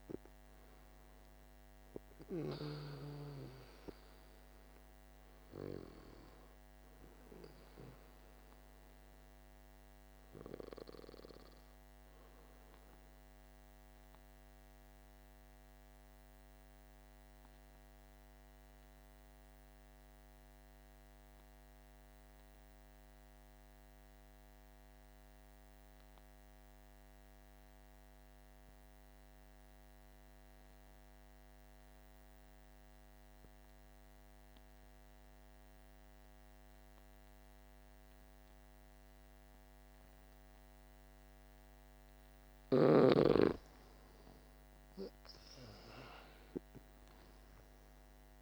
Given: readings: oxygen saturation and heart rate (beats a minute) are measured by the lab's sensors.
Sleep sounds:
breathing in sleep by a microphone on the trachea; 1
0.00-18.50 s: oxygen desaturation (device-marked, oxygen 85% lowest, heart rate 48 extreme)
12.50-41.00 s: obstructive apnea (oxygen 96% before, 85% lowest, heart rate 55 before, 48 extreme, up 11 after)
36.50-48.42 s: oxygen desaturation (device-marked, oxygen 98% before, 85% lowest, heart rate 50 before, 48 extreme)
42.50-47.50 s: arousal
From the record:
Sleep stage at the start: N2 (light sleep); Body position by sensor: on the back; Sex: male

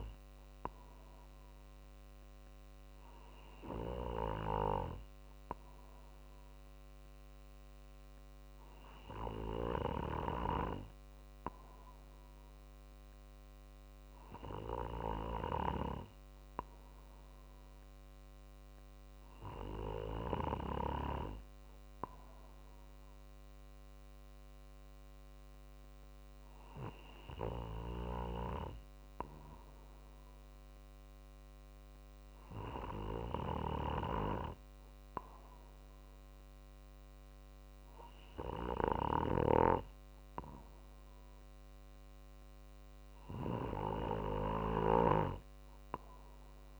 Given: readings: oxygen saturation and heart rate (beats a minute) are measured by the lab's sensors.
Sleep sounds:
breathing in sleep by a microphone on the trachea; none
none scored
From the record:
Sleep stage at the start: N2 (light sleep); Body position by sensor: on the right side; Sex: male

